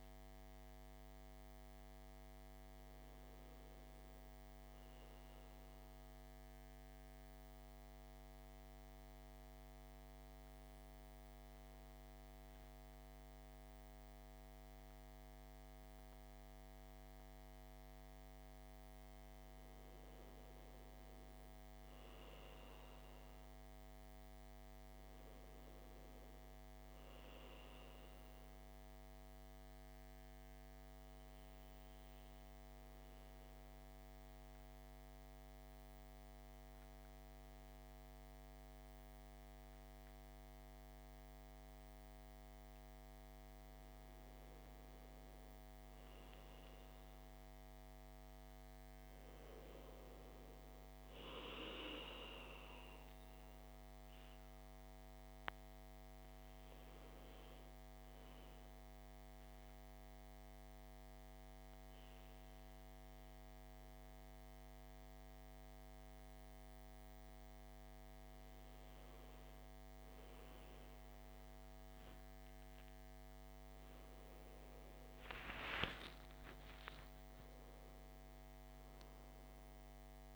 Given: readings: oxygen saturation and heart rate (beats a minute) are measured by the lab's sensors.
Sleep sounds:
breathing in sleep, hard to hear, by a microphone on the trachea; 3
0.00-16.00 s: oxygen desaturation (device-marked, oxygen 92% lowest, heart rate 54 extreme)
5.50-20.00 s: mixed apnea (oxygen 97% before, 92% lowest, heart rate 58 before, 54 extreme, up 5 after)
21.50-24.50 s: arousal
27.50-42.00 s: obstructive apnea (oxygen 98% before, 93% lowest, heart rate 57 before, 54 extreme, up 4 after)
30.00-40.00 s: oxygen desaturation (device-marked, oxygen 98% before, 94% lowest, heart rate 57 before, 54 extreme)
44.50-47.50 s: arousal
54.00-66.00 s: oxygen desaturation (device-marked, oxygen 97% before, 93% lowest, heart rate 56 before, 54 extreme)
59.00-69.00 s: central apnea (oxygen 97% before, 90% lowest, heart rate 56 before, 53 extreme, up 2 after)
72.00-78.00 s: arousal
78.00-80.36 s: oxygen desaturation (device-marked, oxygen 97% before, 93% lowest, heart rate 55 before, 52 extreme)
From the record:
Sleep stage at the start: N2 (light sleep); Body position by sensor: on the back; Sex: male

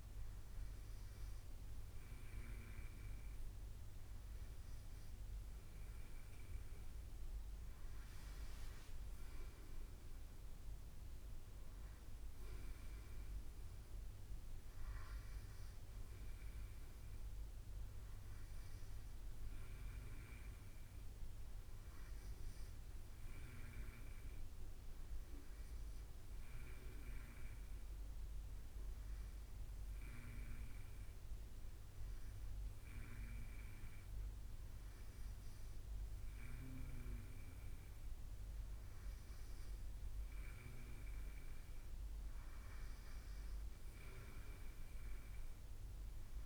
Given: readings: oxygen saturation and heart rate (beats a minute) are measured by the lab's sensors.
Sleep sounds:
breathing in sleep by a room microphone; none
none scored
From the record:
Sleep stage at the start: N2 (light sleep); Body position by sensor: on the right side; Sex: male

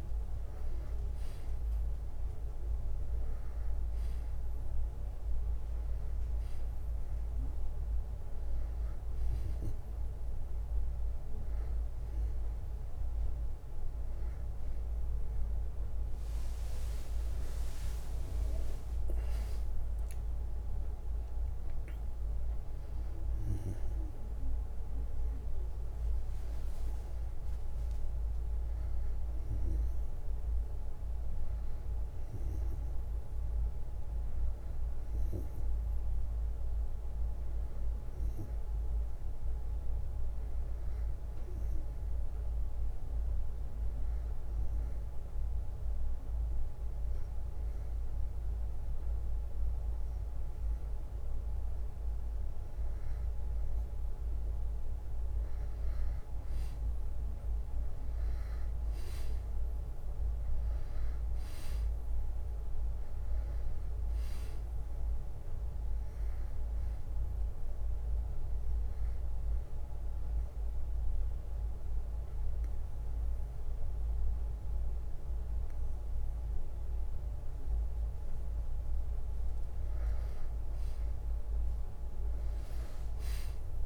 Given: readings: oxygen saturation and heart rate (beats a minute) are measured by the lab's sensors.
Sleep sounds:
breathing in sleep, hard to hear, by a room microphone; 2
0.00-8.00 s: drop in pulse transit time (device-marked, heart rate 63 extreme)
0.00-18.00 s: oxygen desaturation (device-marked, oxygen 93% lowest, heart rate 56 extreme)
7.00-13.00 s: bradycardia (device-marked, heart rate 65 before, 56 extreme)
18.00-29.00 s: drop in pulse transit time (device-marked, heart rate 62 before, 65 extreme)
25.00-29.50 s: arousal
43.00-53.50 s: obstructive apnea (oxygen 96% before, 92% lowest, heart rate 66 before, 61 extreme, up 1 after)
56.50-60.50 s: arousal
63.00-71.00 s: drop in pulse transit time (device-marked, heart rate 62 before, 65 extreme)
65.00-81.00 s: oxygen desaturation (device-marked, oxygen 95% before, 92% lowest, heart rate 63 before, 62 extreme)
69.00-79.00 s: obstructive apnea (oxygen 96% before, 92% lowest, heart rate 63 before, 62 extreme, up 1 after)
From the record:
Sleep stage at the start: N2 (light sleep); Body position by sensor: on the back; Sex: male

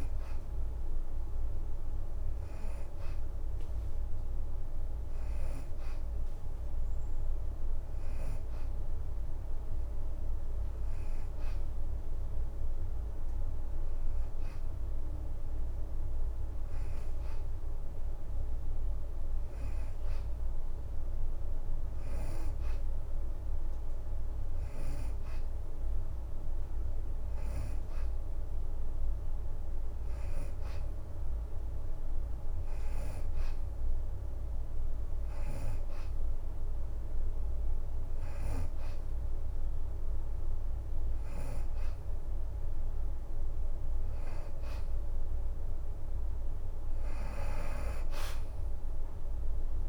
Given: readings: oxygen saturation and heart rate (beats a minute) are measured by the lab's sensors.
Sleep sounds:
breathing in sleep, hard to hear, by a room microphone; none
none scored
From the record:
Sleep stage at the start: N2 (light sleep); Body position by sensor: on the back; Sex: female

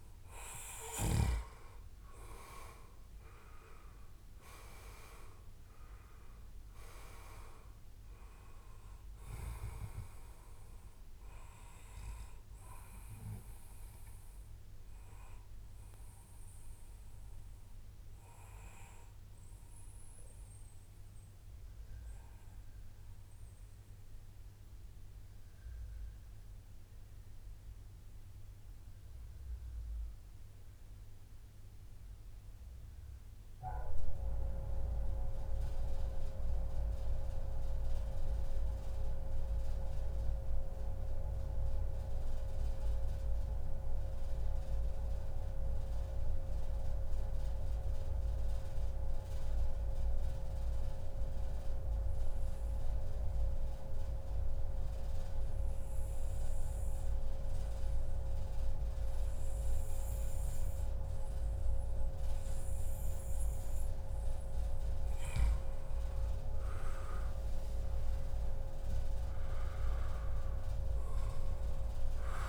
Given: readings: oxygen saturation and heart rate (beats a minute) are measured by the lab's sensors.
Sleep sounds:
breathing in sleep by a room microphone; 1
0.00-1.50 s: arousal
0.00-17.00 s: oxygen desaturation (device-marked, oxygen 90% lowest, heart rate 107 extreme)
15.00-63.50 s: mixed apnea (oxygen 96% before, 91% lowest, heart rate 139 before, 109 extreme, up 26 after)
40.50-42.50 s: long interval between heartbeats (device-marked, heart rate 146 before, 136 extreme)
61.00-72.49 s: oxygen desaturation (device-marked, oxygen 97% before, 91% lowest, heart rate 120 before, 99 extreme)
64.00-66.00 s: long interval between heartbeats (device-marked, heart rate 119 before, 115 extreme)
65.50-70.00 s: arousal
From the record:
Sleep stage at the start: N2 (light sleep); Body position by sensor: on the back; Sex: male

